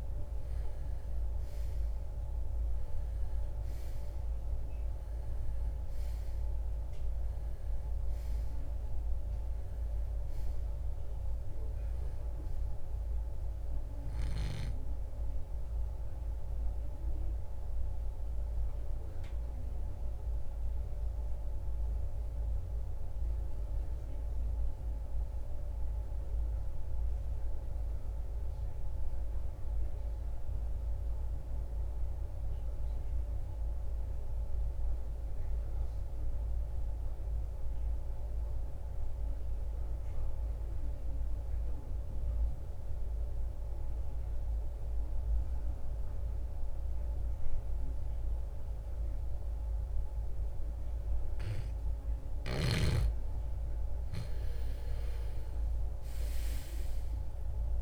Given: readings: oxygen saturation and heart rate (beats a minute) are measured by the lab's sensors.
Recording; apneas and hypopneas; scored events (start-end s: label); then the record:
breathing in sleep, hard to hear, by a room microphone; 1
10.00-26.00 s: oxygen desaturation (device-marked, oxygen 97% before, 92% lowest, heart rate 59 before, 52 extreme)
16.50-50.50 s: obstructive apnea (oxygen 97% before, 84% lowest, heart rate 62 before, 48 extreme, up 11 after)
28.00-40.00 s: oxygen desaturation (device-marked, oxygen 94% before, 88% lowest, heart rate 74 before, 48 extreme)
52.50-57.00 s: arousal
From the record:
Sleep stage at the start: REM sleep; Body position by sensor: on the right side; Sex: male